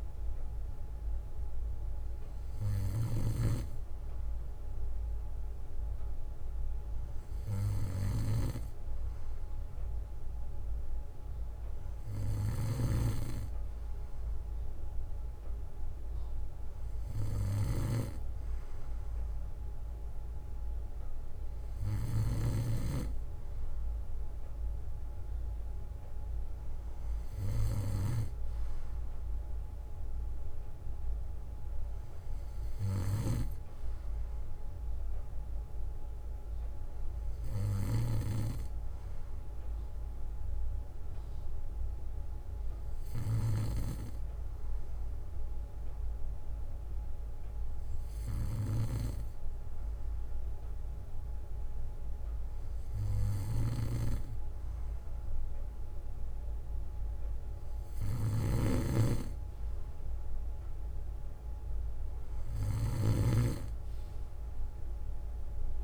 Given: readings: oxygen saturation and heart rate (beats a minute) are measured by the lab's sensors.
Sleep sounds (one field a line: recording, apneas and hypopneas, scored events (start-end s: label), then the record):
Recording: breathing in sleep by a room microphone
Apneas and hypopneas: none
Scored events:
1.00-4.00 s: bradycardia (device-marked, heart rate 61 before, 58 extreme)
6.00-8.00 s: bradycardia (device-marked, heart rate 61 before, 59 extreme)
44.00-46.00 s: bradycardia (device-marked, heart rate 61 before, 62 extreme)
58.00-65.84 s: snoring (device-marked)
From the record:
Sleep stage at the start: N2 (light sleep)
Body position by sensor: on the back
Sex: male